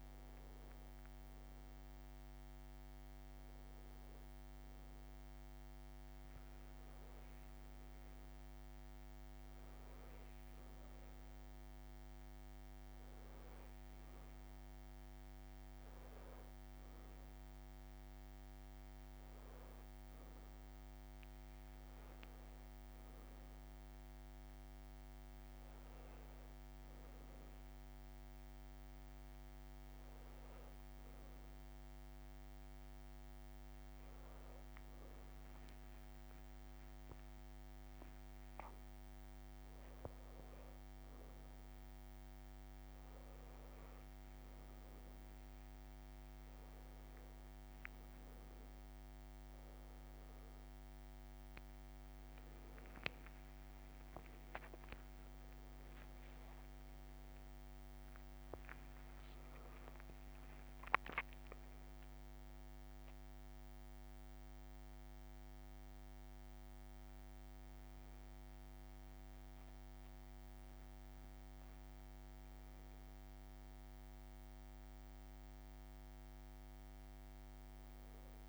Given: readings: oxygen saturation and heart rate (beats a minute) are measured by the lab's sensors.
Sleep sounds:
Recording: breathing in sleep, hard to hear, by a microphone on the trachea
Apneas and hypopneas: none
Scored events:
5.00-7.00 s: long interval between heartbeats (device-marked)
7.00-9.00 s: long interval between heartbeats (device-marked, heart rate 30 before, 37 extreme)
17.00-19.00 s: long interval between heartbeats (device-marked, heart rate 32 before, 57 extreme)
22.50-24.50 s: long interval between heartbeats (device-marked, heart rate 44 before, 53 extreme)
25.00-27.00 s: long interval between heartbeats (device-marked, heart rate 48 before, 54 extreme)
39.00-41.00 s: long interval between heartbeats (device-marked, heart rate 58 before, 107 extreme)
43.00-45.00 s: long interval between heartbeats (device-marked, heart rate 64 before, 46 extreme)
50.50-52.50 s: long interval between heartbeats (device-marked, heart rate 63 before, 56 extreme)
51.00-56.00 s: arousal
53.00-55.00 s: long interval between heartbeats (device-marked, heart rate 66 before, 56 extreme)
62.50-64.50 s: long interval between heartbeats (device-marked, heart rate 46 before, 44 extreme)
From the record:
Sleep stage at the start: N1 (lightest sleep)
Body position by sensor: on the back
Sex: male

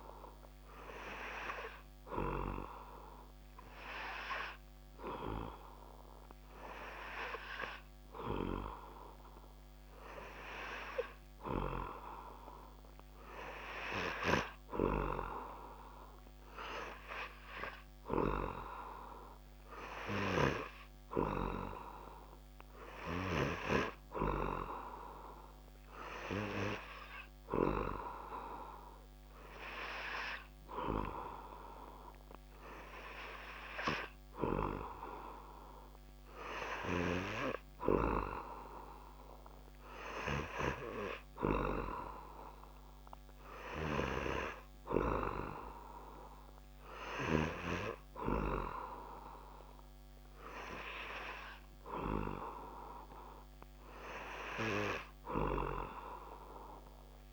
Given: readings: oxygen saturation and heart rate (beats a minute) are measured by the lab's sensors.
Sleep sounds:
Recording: breathing in sleep by a microphone on the trachea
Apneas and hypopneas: none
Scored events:
0.00-1.50 s: arousal
From the record:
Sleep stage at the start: N3 (deep sleep)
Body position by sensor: on the back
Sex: male

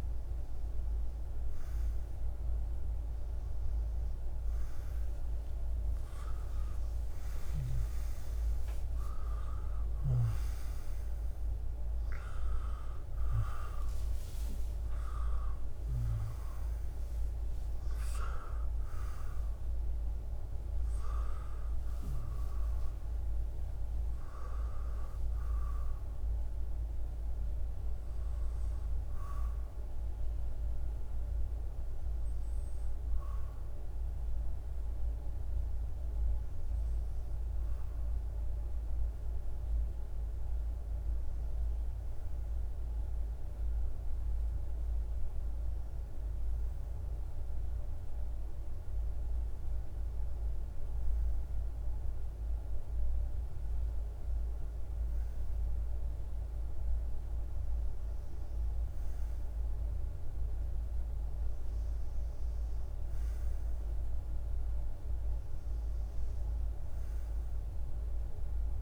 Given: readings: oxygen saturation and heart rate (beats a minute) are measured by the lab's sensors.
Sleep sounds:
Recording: breathing in sleep, hard to hear, by a room microphone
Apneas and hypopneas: none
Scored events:
5.00-9.50 s: arousal
10.00-15.00 s: oxygen desaturation (device-marked, oxygen 96% before, 93% lowest)
From the record:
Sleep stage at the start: REM sleep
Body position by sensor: on the back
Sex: male

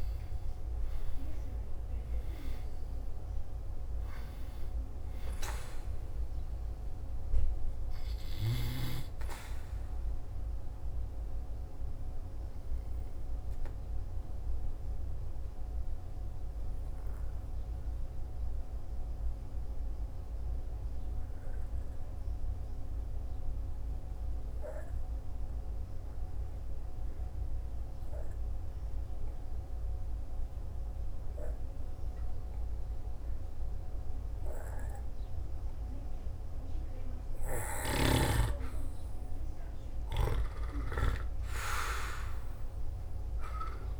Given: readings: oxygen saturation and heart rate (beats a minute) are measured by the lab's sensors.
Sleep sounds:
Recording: breathing in sleep by a room microphone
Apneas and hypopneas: 1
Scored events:
0.00-35.00 s: oxygen desaturation (device-marked, oxygen 83% lowest, heart rate 55 extreme)
9.50-38.00 s: obstructive apnea (oxygen 97% before, 83% lowest, heart rate 57 before, 55 extreme, up 2 after)
39.50-43.00 s: arousal
42.00-43.99 s: oxygen desaturation (device-marked, oxygen 98% before, 87% lowest, heart rate 57 before, 56 extreme)
From the record:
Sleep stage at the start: N2 (light sleep)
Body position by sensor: on the back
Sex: male

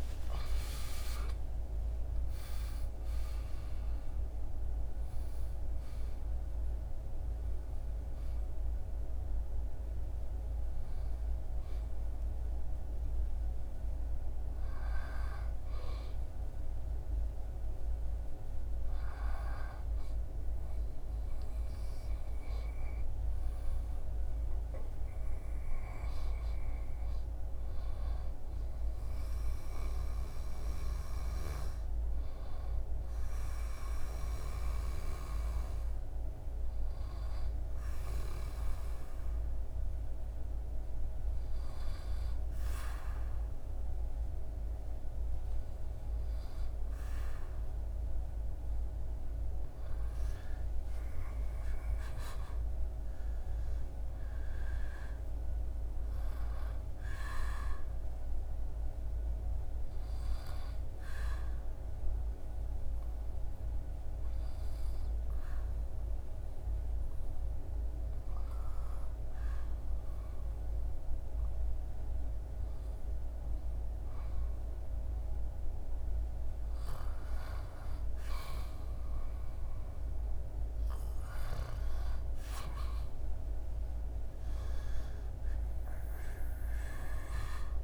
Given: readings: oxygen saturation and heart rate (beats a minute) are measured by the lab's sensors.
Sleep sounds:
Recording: breathing in sleep, hard to hear, by a room microphone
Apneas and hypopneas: 2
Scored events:
0.50-5.00 s: arousal
5.50-18.50 s: oxygen desaturation (device-marked, oxygen 79% before, 66% lowest, heart rate 106 before, 70 extreme)
27.50-31.50 s: arousal
29.00-34.00 s: snoring (device-marked)
34.50-48.50 s: hypopnea (oxygen 100% before, 94% lowest, heart rate 83 before, 79 extreme, up 6 after)
49.50-54.50 s: arousal
62.00-75.50 s: obstructive apnea (oxygen 99% before, 94% lowest, heart rate 81 before, 77 extreme, up 0 after)
78.00-82.00 s: arousal
79.50-87.84 s: oxygen desaturation (device-marked, oxygen 98% before, 94% lowest, heart rate 82 before, 77 extreme)
From the record:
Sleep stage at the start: N2 (light sleep)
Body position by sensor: on the back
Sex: male

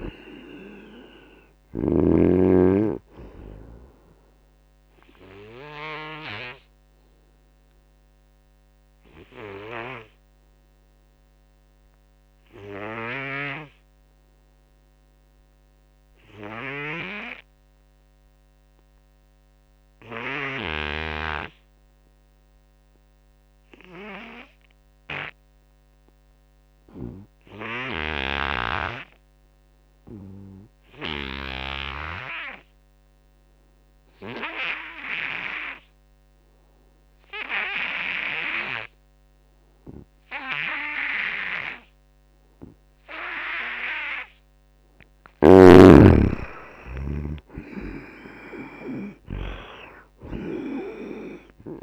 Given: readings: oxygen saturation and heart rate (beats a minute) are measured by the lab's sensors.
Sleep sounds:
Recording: breathing in sleep by a microphone on the trachea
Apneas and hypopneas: 1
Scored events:
0.00-2.00 s: snoring (device-marked)
0.00-11.50 s: oxygen desaturation (device-marked, oxygen 75% lowest, heart rate 68 extreme)
4.00-44.50 s: obstructive apnea (oxygen 97% before, 75% lowest, heart rate 80 before, 72 extreme, up 14 after)
26.50-51.83 s: oxygen desaturation (device-marked, oxygen 99% before, 75% lowest, heart rate 86 before, 72 extreme)
46.00-49.50 s: arousal
From the record:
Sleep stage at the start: N2 (light sleep)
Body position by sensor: on the front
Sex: male

